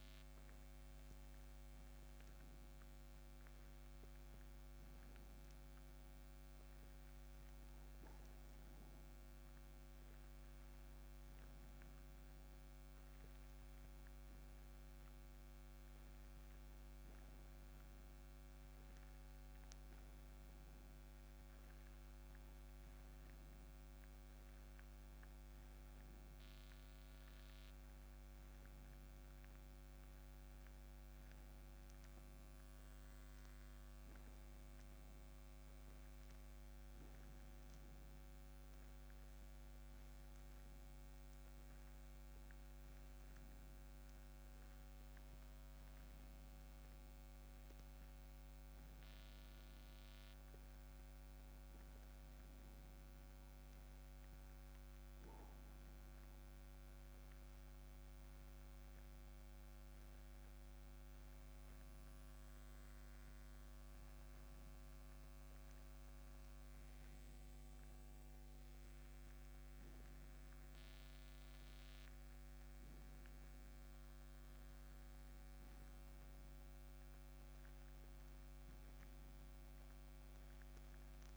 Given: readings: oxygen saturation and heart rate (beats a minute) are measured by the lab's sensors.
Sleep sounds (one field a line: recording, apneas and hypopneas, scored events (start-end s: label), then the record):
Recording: breathing in sleep, hard to hear, by a microphone on the trachea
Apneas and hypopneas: none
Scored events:
none scored
From the record:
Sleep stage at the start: N2 (light sleep)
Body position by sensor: on the right side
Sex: male